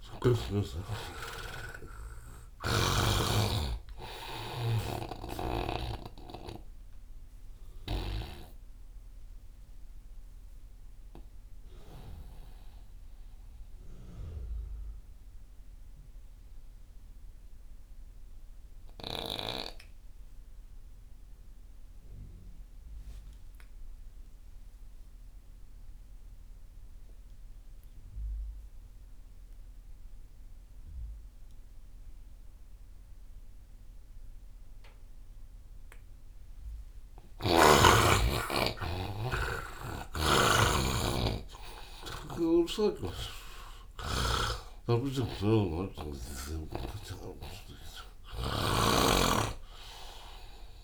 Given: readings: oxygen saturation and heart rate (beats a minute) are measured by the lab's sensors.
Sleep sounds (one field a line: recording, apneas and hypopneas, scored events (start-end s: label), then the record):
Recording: breathing in sleep by a room microphone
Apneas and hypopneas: 1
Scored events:
0.00-3.00 s: snoring (device-marked)
0.00-21.00 s: oxygen desaturation (device-marked, oxygen 75% lowest)
9.50-35.00 s: mixed apnea (oxygen 97% before, 75% lowest)
37.00-50.84 s: oxygen desaturation (device-marked, oxygen 98% before, 83% lowest)
38.00-42.00 s: arousal
45.00-49.00 s: snoring (device-marked)
From the record:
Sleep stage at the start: N2 (light sleep)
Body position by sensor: on the right side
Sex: male